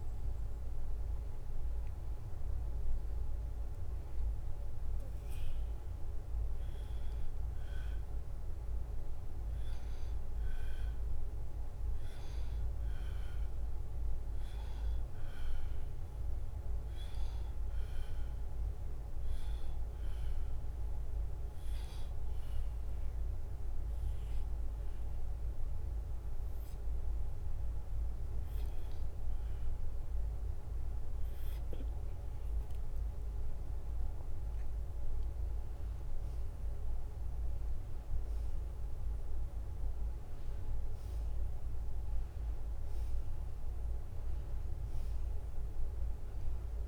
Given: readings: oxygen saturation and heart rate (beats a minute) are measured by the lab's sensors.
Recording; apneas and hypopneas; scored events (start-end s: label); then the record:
breathing in sleep, hard to hear, by a room microphone; 1
0.00-2.50 s: oxygen desaturation (device-marked, oxygen 89% lowest, heart rate 72 extreme)
5.00-9.00 s: arousal
19.00-34.00 s: obstructive apnea (oxygen 95% before, 88% lowest, heart rate 74 before, 71 extreme, up 6 after)
36.50-40.50 s: arousal
From the record:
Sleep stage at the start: N2 (light sleep); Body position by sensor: on the back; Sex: male